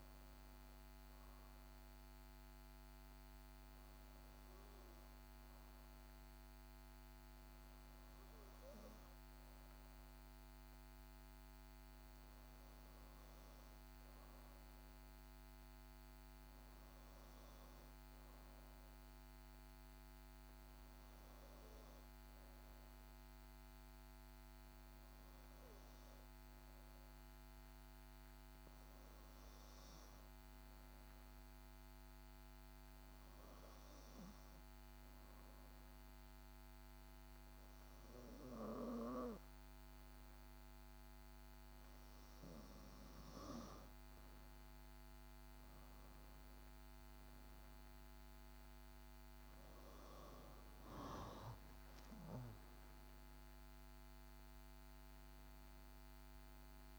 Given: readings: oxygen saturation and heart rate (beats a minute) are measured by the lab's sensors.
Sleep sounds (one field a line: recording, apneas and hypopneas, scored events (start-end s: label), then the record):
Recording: breathing in sleep by a microphone on the trachea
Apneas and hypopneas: 1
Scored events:
24.00-28.50 s: arousal
30.00-42.50 s: hypopnea (oxygen 94% before, 91% lowest, heart rate 62 before, 58 extreme, up 3 after)
44.00-47.50 s: arousal
From the record:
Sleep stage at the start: N2 (light sleep)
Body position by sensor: on the back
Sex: female